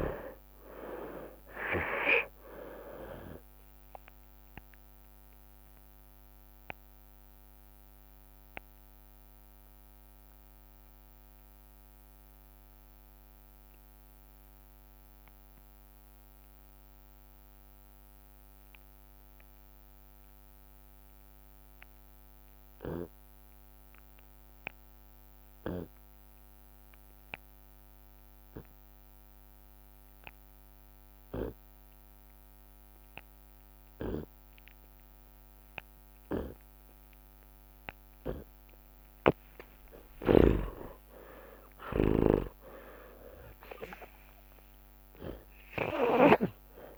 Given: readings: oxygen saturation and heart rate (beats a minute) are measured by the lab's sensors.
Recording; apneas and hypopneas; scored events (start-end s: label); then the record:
breathing in sleep by a microphone on the trachea; 1
0.00-1.50 s: long interval between heartbeats (device-marked, heart rate 76 extreme)
1.00-9.00 s: drop in pulse transit time (device-marked, heart rate 66 before, 55 extreme)
1.50-3.50 s: long interval between heartbeats (device-marked, heart rate 66 before, 68 extreme)
5.50-7.50 s: long interval between heartbeats (device-marked, heart rate 69 before, 57 extreme)
5.50-38.50 s: obstructive apnea (oxygen 98% before, 78% lowest)
15.50-17.50 s: long interval between heartbeats (device-marked)
17.00-21.00 s: tachycardia (device-marked, heart rate 72 before, 113 extreme)
18.50-20.50 s: long interval between heartbeats (device-marked, heart rate 53 before, 42 extreme)
20.50-22.50 s: long interval between heartbeats (device-marked, heart rate 50 before, 113 extreme)
22.00-24.00 s: tachycardia (device-marked, heart rate 71 before, 126 extreme)
22.50-24.50 s: long interval between heartbeats (device-marked, heart rate 54 before, 117 extreme)
23.00-35.00 s: oxygen desaturation (device-marked, oxygen 97% before, 88% lowest, heart rate 57 before, 49 extreme)
27.00-37.00 s: drop in pulse transit time (device-marked, heart rate 67 before, 60 extreme)
28.00-30.00 s: long interval between heartbeats (device-marked, heart rate 69 before, 97 extreme)
31.50-33.50 s: long interval between heartbeats (device-marked, heart rate 74 before, 86 extreme)
34.00-36.00 s: long interval between heartbeats (device-marked, heart rate 77 before, 67 extreme)
36.50-38.50 s: long interval between heartbeats (device-marked, heart rate 83 before, 60 extreme)
39.00-46.00 s: snoring (device-marked)
40.00-42.00 s: long interval between heartbeats (device-marked, heart rate 88 before, 74 extreme)
45.00-46.98 s: long interval between heartbeats (device-marked, heart rate 77 before, 66 extreme)
From the record:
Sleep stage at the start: N2 (light sleep); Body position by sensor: on the left side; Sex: male